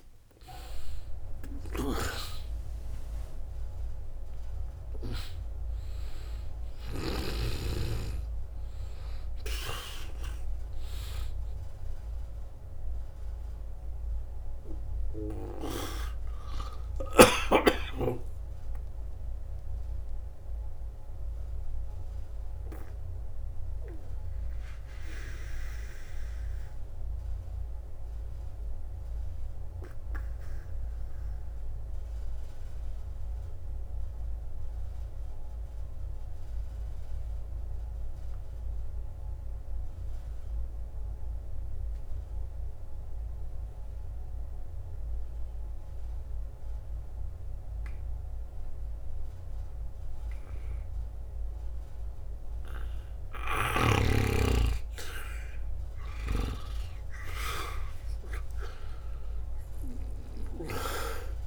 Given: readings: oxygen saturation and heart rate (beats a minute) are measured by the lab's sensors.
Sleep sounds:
breathing in sleep by a room microphone; 1
0.00-1.50 s: arousal
0.00-36.00 s: oxygen desaturation (device-marked, oxygen 83% lowest, heart rate 60 extreme)
18.50-53.00 s: obstructive apnea (oxygen 97% before, 81% lowest, heart rate 62 before, 61 extreme, up 0 after)
58.00-61.47 s: oxygen desaturation (device-marked, oxygen 98% before, 81% lowest, heart rate 61 before, 60 extreme)
From the record:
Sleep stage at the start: N2 (light sleep); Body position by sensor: on the back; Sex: male

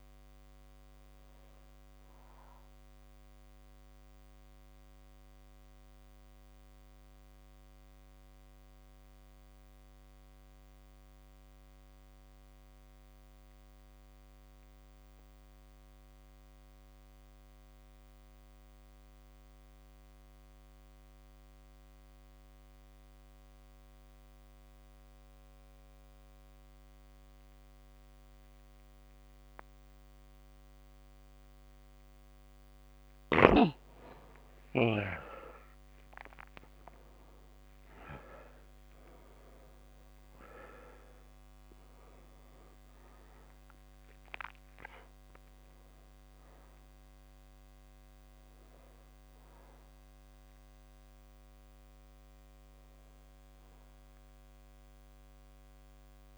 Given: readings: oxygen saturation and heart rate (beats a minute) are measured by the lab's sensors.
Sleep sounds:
breathing in sleep by a microphone on the trachea; 1
0.00-15.00 s: oxygen desaturation (device-marked, oxygen 93% lowest)
4.50-32.50 s: mixed apnea (oxygen 99% before, 88% lowest)
33.00-35.00 s: long interval between heartbeats (device-marked)
34.50-38.00 s: arousal
36.00-56.38 s: oxygen desaturation (device-marked, oxygen 99% before, 88% lowest)
51.00-53.00 s: long interval between heartbeats (device-marked)
From the record:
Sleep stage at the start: N2 (light sleep); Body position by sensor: on the back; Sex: male

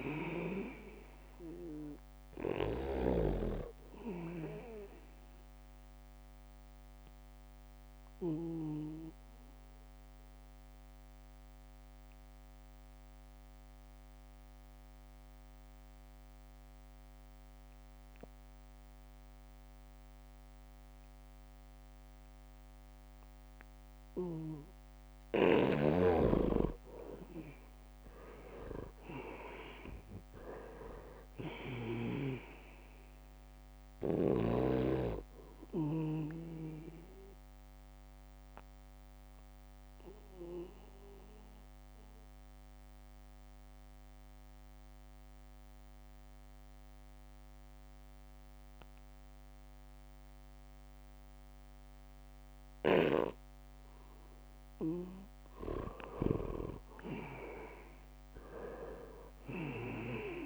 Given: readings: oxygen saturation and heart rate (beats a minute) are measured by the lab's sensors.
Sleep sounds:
breathing in sleep by a microphone on the trachea; 2
0.00-1.00 s: arousal
0.00-16.50 s: oxygen desaturation (device-marked, oxygen 83% lowest, heart rate 74 extreme)
6.50-25.50 s: obstructive apnea (oxygen 98% before, 81% lowest, heart rate 76 before, 76 extreme, up 2 after)
27.00-30.50 s: arousal
27.50-50.50 s: oxygen desaturation (device-marked, oxygen 98% before, 81% lowest, heart rate 78 before, 76 extreme)
38.50-54.00 s: obstructive apnea (oxygen 98% before, 81% lowest, heart rate 77 before, 76 extreme, up 1 after)
52.00-55.00 s: leg movement (device-marked)
56.00-59.50 s: arousal
56.50-60.46 s: snoring (device-marked)
58.50-60.46 s: oxygen desaturation (device-marked, oxygen 98% before, 82% lowest, heart rate 79 before, 74 extreme)
From the record:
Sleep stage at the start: N2 (light sleep); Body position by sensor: on the back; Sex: male

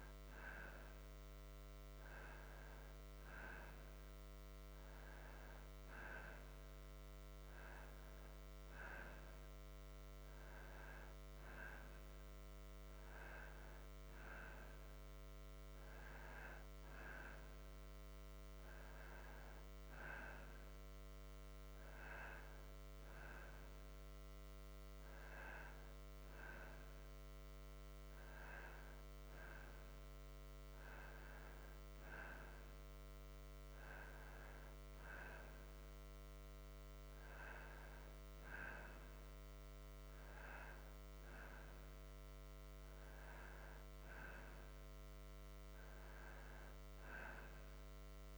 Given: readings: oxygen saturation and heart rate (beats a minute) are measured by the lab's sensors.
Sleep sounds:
breathing in sleep by a microphone on the trachea; none
none scored
From the record:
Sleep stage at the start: N2 (light sleep); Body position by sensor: on the back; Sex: male

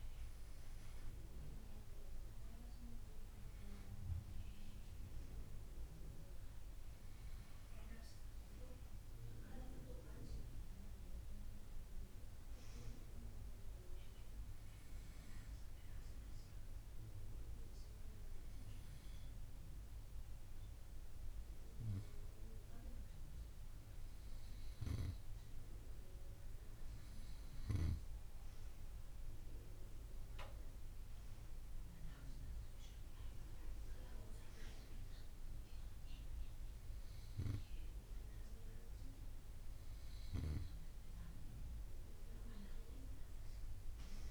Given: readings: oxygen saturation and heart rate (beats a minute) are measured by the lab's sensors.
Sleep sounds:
breathing in sleep by a room microphone; none
6.50-44.31 s: new sleep stage, N2 (light sleep)
From the record:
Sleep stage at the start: N1 (lightest sleep); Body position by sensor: on the right side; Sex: female

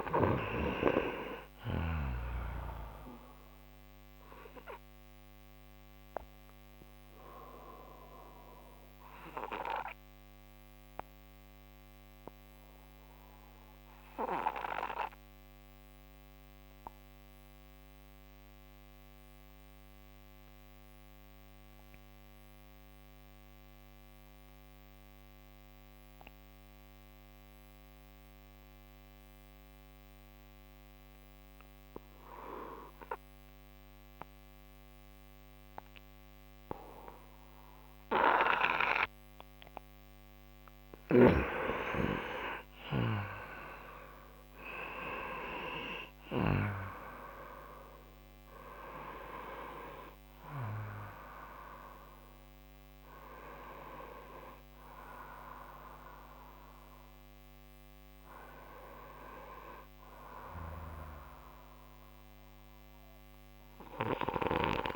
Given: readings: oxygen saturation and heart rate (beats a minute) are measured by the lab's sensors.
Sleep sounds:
breathing in sleep by a microphone on the trachea; 1
0.00-2.00 s: snoring (device-marked)
0.00-19.00 s: oxygen desaturation (device-marked, oxygen 90% lowest)
4.50-39.00 s: obstructive apnea (oxygen 97% before, 88% lowest)
34.00-64.96 s: oxygen desaturation (device-marked, oxygen 97% before, 88% lowest)
40.00-44.00 s: arousal
From the record:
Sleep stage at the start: N2 (light sleep); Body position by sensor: on the right side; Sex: male

